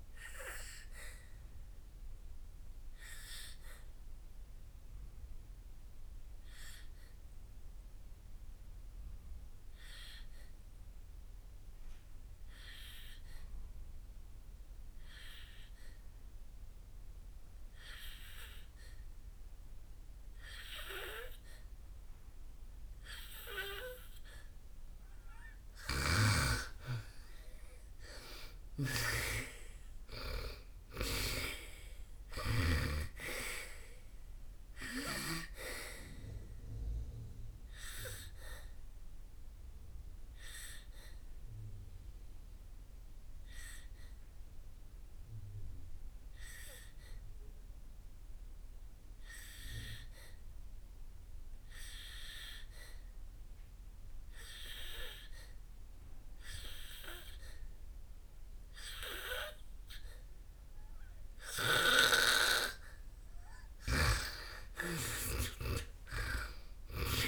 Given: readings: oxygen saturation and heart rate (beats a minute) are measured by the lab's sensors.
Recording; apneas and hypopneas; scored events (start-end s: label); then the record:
breathing in sleep by a room microphone; 2
0.00-24.00 s: oxygen desaturation (device-marked, oxygen 88% lowest, heart rate 52 extreme)
0.50-25.00 s: obstructive apnea (oxygen 97% before, 88% lowest, heart rate 58 before, 55 extreme, up 10 after)
27.00-32.00 s: arousal
29.00-59.00 s: oxygen desaturation (device-marked, oxygen 98% before, 89% lowest, heart rate 58 before, 56 extreme)
38.00-63.00 s: obstructive apnea (oxygen 98% before, 88% lowest, heart rate 64 before, 55 extreme, up 9 after)
From the record:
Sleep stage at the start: N2 (light sleep); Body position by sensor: on the back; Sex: female